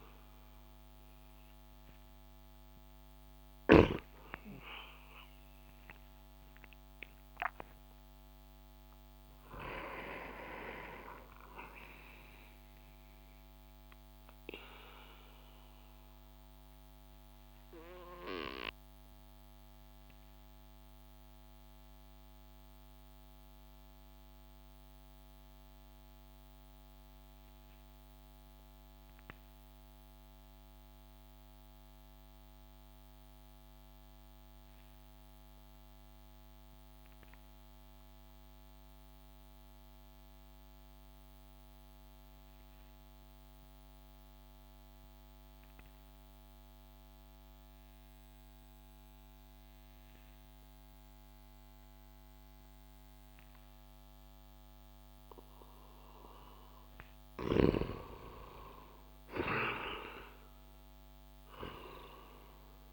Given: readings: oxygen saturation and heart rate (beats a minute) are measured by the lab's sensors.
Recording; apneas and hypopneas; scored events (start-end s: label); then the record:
breathing in sleep by a microphone on the trachea; 1
0.00-3.50 s: snoring (device-marked)
0.00-25.00 s: oxygen desaturation (device-marked, oxygen 87% lowest)
15.00-56.50 s: mixed apnea (oxygen 95% before, 87% lowest)
45.00-62.93 s: oxygen desaturation (device-marked, oxygen 98% before, 88% lowest)
58.50-62.00 s: arousal
From the record:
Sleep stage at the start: N2 (light sleep); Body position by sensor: on the back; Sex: male